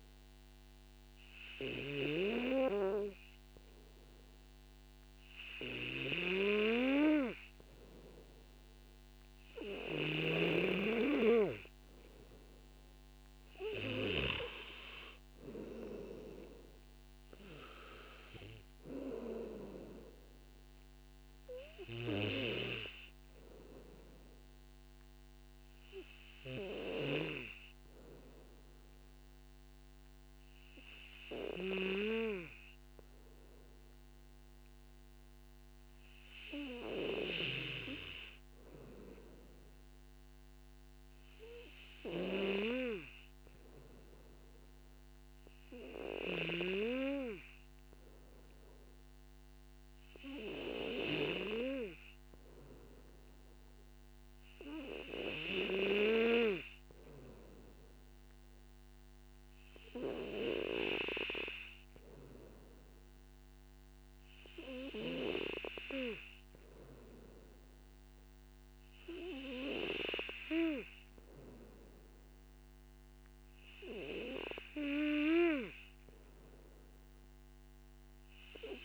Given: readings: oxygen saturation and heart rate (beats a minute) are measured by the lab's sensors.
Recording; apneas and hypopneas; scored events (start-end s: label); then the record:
breathing in sleep by a microphone on the trachea; none
16.50-28.50 s: oxygen desaturation (device-marked, oxygen 94% before, 90% lowest, heart rate 61 before, 55 extreme)
From the record:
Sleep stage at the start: N2 (light sleep); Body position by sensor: on the back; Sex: male